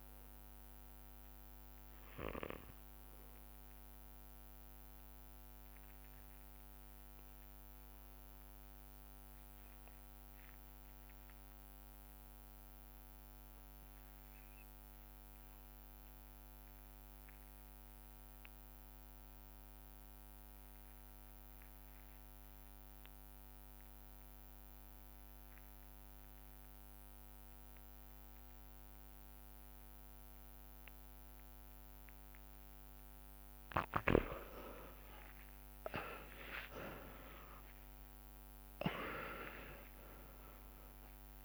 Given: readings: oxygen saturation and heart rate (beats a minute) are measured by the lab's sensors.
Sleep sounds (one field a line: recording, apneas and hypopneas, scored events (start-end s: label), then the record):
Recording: breathing in sleep by a microphone on the trachea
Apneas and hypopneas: 1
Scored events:
0.00-12.50 s: oxygen desaturation (device-marked, oxygen 87% lowest)
4.00-32.50 s: obstructive apnea (oxygen 97% before, 85% lowest)
29.50-41.45 s: oxygen desaturation (device-marked, oxygen 99% before, 85% lowest)
34.50-39.00 s: arousal
From the record:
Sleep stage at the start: REM sleep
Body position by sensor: on the back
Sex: male